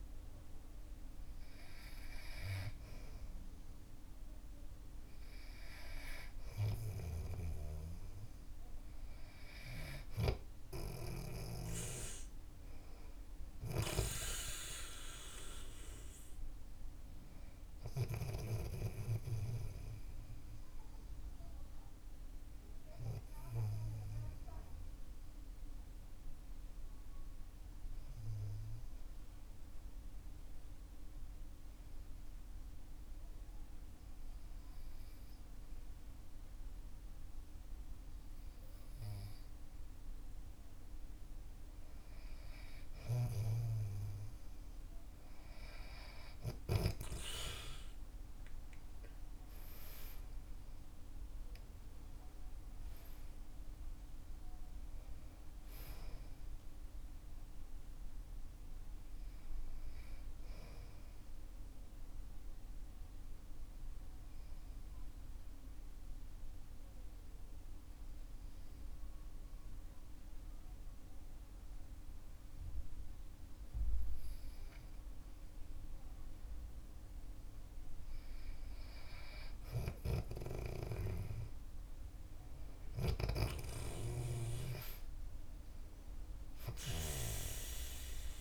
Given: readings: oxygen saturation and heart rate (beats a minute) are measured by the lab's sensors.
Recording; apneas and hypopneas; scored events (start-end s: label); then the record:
breathing in sleep by a room microphone; 2
0.00-4.50 s: arousal
25.00-42.00 s: mixed apnea (oxygen 97% before, 90% lowest, heart rate 54 before, 46 extreme, up 10 after)
35.00-50.00 s: oxygen desaturation (device-marked, oxygen 94% before, 91% lowest, heart rate 52 before, 46 extreme)
43.00-47.00 s: snoring (device-marked)
46.00-50.50 s: arousal
64.00-76.50 s: mixed apnea (oxygen 96% before, 90% lowest, heart rate 57 before, 47 extreme, up 10 after)
75.00-85.00 s: oxygen desaturation (device-marked, oxygen 96% before, 90% lowest, heart rate 49 before, 47 extreme)
80.00-87.00 s: snoring (device-marked)
80.50-85.50 s: arousal
From the record:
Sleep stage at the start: N2 (light sleep); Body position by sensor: on the back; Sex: male